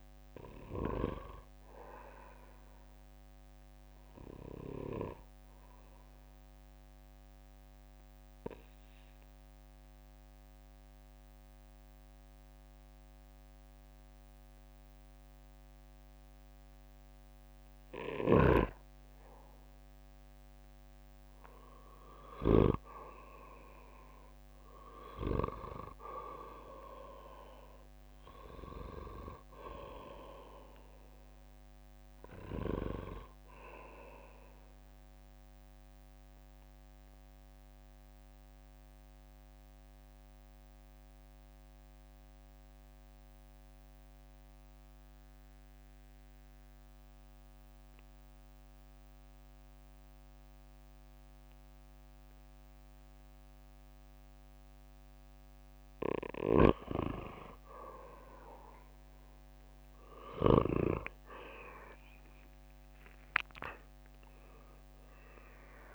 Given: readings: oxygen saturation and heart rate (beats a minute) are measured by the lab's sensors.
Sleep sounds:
breathing in sleep by a microphone on the trachea; 2
0.50-12.50 s: oxygen desaturation (device-marked, oxygen 98% before, 94% lowest, heart rate 59 before, 59 extreme)
4.00-17.50 s: obstructive apnea (oxygen 98% before, 86% lowest, heart rate 59 before, 57 extreme, up 7 after)
21.00-24.00 s: arousal
26.50-44.50 s: oxygen desaturation (device-marked, oxygen 96% before, 90% lowest, heart rate 62 before, 56 extreme)
36.00-56.50 s: mixed apnea (oxygen 96% before, 86% lowest, heart rate 65 before, 55 extreme, up 12 after)
57.50-65.95 s: oxygen desaturation (device-marked, oxygen 97% before, 86% lowest, heart rate 59 before, 55 extreme)
59.50-63.00 s: arousal
From the record:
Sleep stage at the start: N2 (light sleep); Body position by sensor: on the back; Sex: male

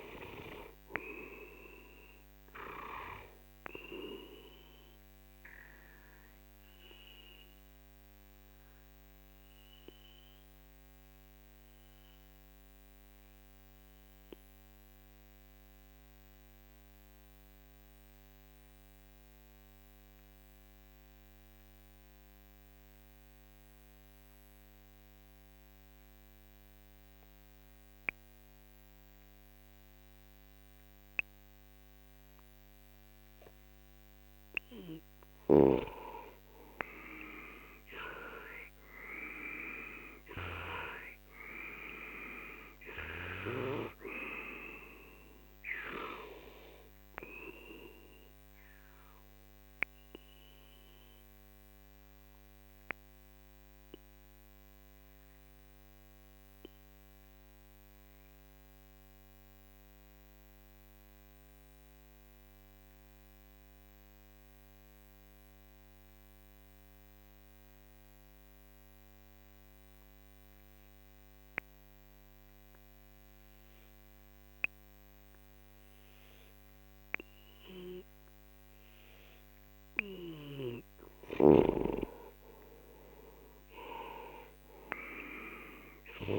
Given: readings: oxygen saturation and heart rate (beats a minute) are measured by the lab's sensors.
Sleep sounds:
breathing in sleep by a microphone on the trachea; 2
0.00-9.00 s: oxygen desaturation (device-marked, oxygen 93% lowest, heart rate 41 extreme)
4.00-33.50 s: obstructive apnea (oxygen 98% before, 91% lowest, heart rate 53 before, 41 extreme, up 16 after)
33.00-62.00 s: oxygen desaturation (device-marked, oxygen 98% before, 91% lowest, heart rate 45 before, 42 extreme)
36.50-40.00 s: arousal
47.00-79.50 s: obstructive apnea (oxygen 98% before, 91% lowest, heart rate 55 before, 39 extreme, up 15 after)
78.00-86.39 s: oxygen desaturation (device-marked, oxygen 98% before, 91% lowest, heart rate 45 before, 39 extreme)
82.00-86.39 s: arousal
From the record:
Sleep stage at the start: N2 (light sleep); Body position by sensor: on the left side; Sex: male

